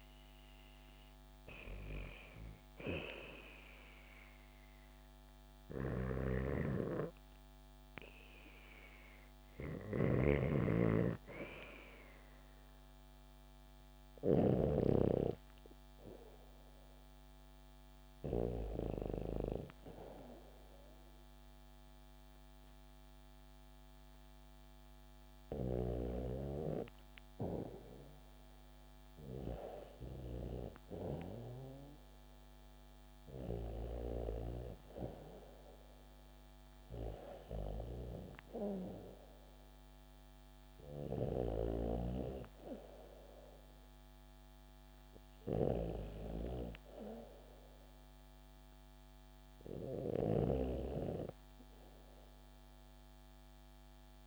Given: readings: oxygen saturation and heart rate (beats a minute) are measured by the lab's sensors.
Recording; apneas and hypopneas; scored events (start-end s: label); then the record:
breathing in sleep by a microphone on the trachea; none
5.00-14.00 s: snoring (device-marked)
From the record:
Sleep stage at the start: REM sleep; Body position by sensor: on the back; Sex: female